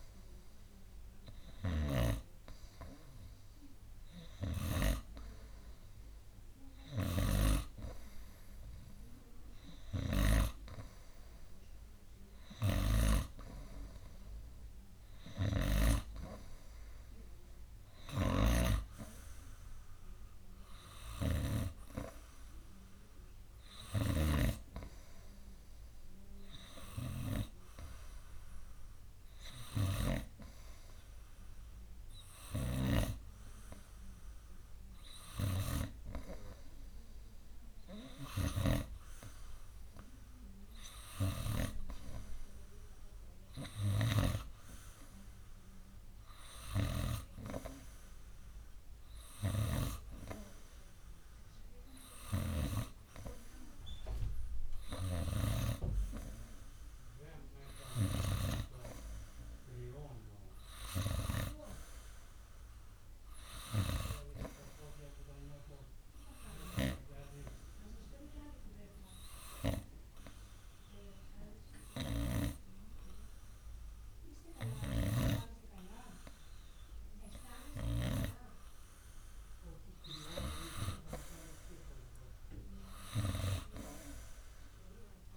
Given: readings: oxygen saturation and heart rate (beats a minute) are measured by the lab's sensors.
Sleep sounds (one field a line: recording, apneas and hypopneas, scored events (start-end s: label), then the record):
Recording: breathing in sleep by a room microphone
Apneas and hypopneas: 1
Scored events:
0.00-2.50 s: snoring (device-marked)
13.00-24.50 s: snoring (device-marked)
68.00-79.50 s: obstructive apnea (oxygen 94% before, 92% lowest, heart rate 64 before, 61 extreme, up 4 after)
82.50-85.37 s: arousal
From the record:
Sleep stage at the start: N2 (light sleep)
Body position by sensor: on the right side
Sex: male